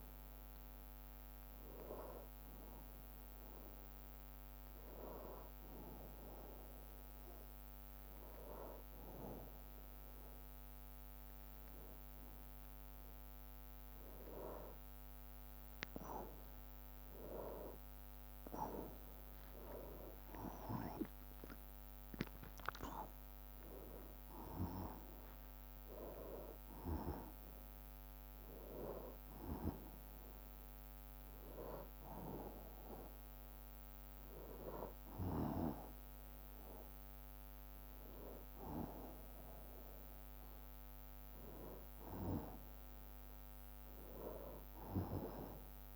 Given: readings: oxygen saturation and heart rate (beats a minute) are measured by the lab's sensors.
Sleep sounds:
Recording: a person partly awake in a sleep study, by a microphone on the trachea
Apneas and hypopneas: none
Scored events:
17.00-19.00 s: long interval between heartbeats (device-marked, heart rate 64 before, 81 extreme)
19.00-21.00 s: long interval between heartbeats (device-marked, heart rate 66 before, 99 extreme)
22.50-45.96 s: new sleep stage, N1 (lightest sleep)
26.00-28.00 s: long interval between heartbeats (device-marked, heart rate 76 before, 70 extreme)
From the record:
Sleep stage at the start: awake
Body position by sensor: on the back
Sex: male

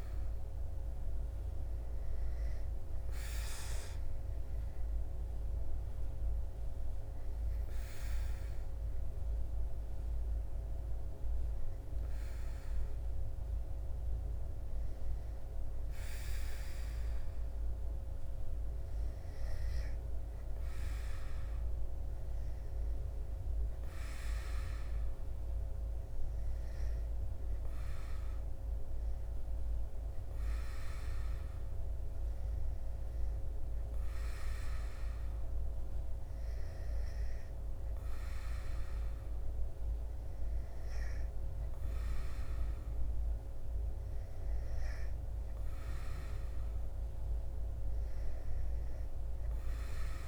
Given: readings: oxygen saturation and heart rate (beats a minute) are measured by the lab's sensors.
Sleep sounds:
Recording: breathing in sleep, hard to hear, by a room microphone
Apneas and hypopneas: none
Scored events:
none scored
From the record:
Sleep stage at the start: N2 (light sleep)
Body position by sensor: on the back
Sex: male

